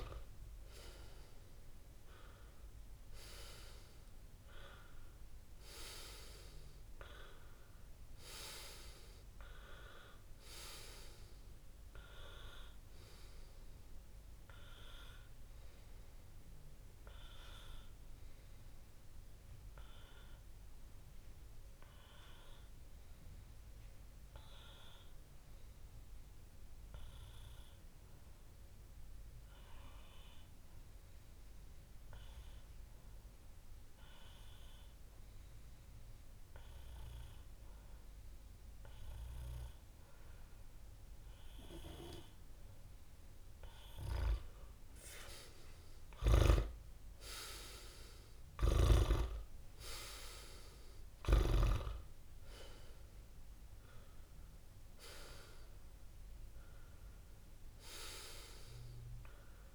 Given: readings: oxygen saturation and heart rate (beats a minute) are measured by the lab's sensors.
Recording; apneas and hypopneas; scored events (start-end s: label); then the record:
breathing in sleep by a room microphone; 1
9.50-11.50 s: long interval between heartbeats (device-marked)
16.00-18.00 s: long interval between heartbeats (device-marked)
22.00-44.50 s: obstructive apnea (oxygen 97% before, 95% lowest)
24.00-26.00 s: long interval between heartbeats (device-marked)
47.00-50.50 s: arousal
From the record:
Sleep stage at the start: N2 (light sleep); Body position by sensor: on the back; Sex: male